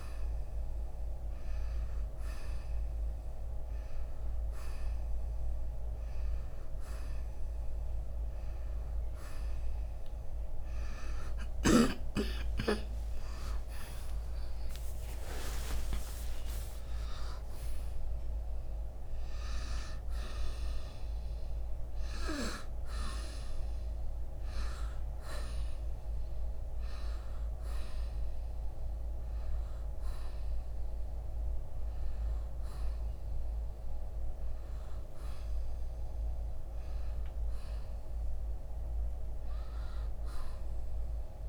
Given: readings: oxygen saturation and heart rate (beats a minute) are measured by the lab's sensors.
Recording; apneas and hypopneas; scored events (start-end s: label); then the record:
a person awake in a sleep study, by a room microphone; none
34.00-41.49 s: new sleep stage, N1 (lightest sleep)
From the record:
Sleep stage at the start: awake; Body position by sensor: on the right side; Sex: male